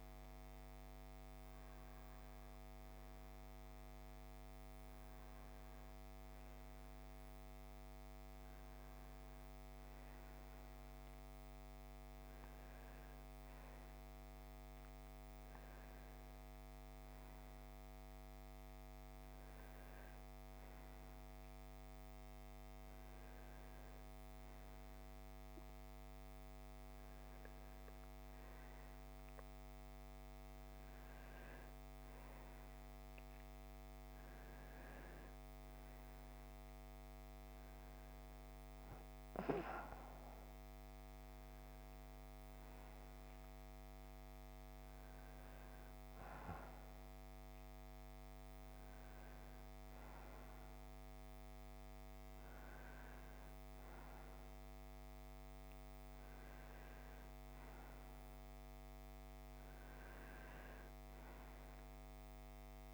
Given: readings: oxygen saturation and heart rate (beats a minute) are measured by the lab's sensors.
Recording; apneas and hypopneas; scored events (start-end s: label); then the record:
breathing in sleep, hard to hear, by a microphone on the trachea; none
0.00-15.00 s: oxygen desaturation (device-marked, oxygen 92% lowest, heart rate 31 extreme)
27.00-62.94 s: new sleep stage, N2 (light sleep)
From the record:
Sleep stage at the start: N1 (lightest sleep); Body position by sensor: on the right side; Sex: male